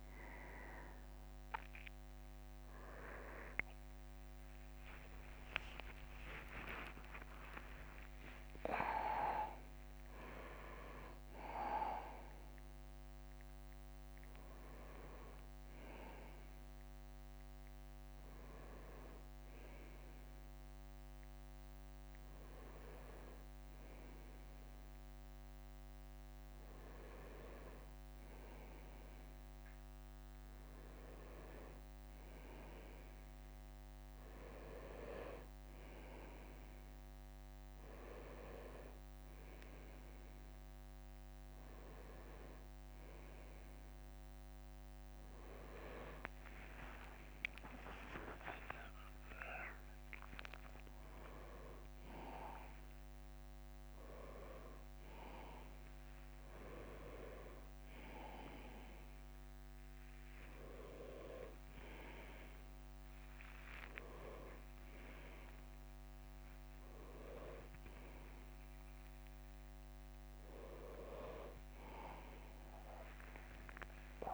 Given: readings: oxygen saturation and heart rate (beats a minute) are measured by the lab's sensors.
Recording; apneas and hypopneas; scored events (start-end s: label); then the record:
a person awake in a sleep study, by a microphone on the trachea; none
0.00-4.00 s: oxygen desaturation (device-marked, oxygen 93% lowest, heart rate 63 extreme)
2.00-8.00 s: tachycardia (device-marked, heart rate 64 before, 124 extreme)
2.50-4.50 s: long interval between heartbeats (device-marked, heart rate 64 before, 71 extreme)
3.50-7.50 s: arousal
5.00-7.00 s: long interval between heartbeats (device-marked, heart rate 66 before, 103 extreme)
7.50-9.50 s: long interval between heartbeats (device-marked, heart rate 71 before, 124 extreme)
22.00-28.00 s: leg movement (device-marked)
30.00-74.34 s: new sleep stage, awake
36.00-41.00 s: leg movement (device-marked)
45.00-52.50 s: leg movement (device-marked)
46.00-64.00 s: drop in pulse transit time (device-marked, heart rate 63 before, 63 extreme)
47.00-49.00 s: long interval between heartbeats (device-marked, heart rate 63 before, 85 extreme)
61.00-63.00 s: long interval between heartbeats (device-marked, heart rate 76 before, 76 extreme)
65.00-70.00 s: tachycardia (device-marked, heart rate 66 before, 106 extreme)
67.50-69.50 s: long interval between heartbeats (device-marked, heart rate 80 before, 97 extreme)
From the record:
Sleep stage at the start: N1 (lightest sleep); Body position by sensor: on the right side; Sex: male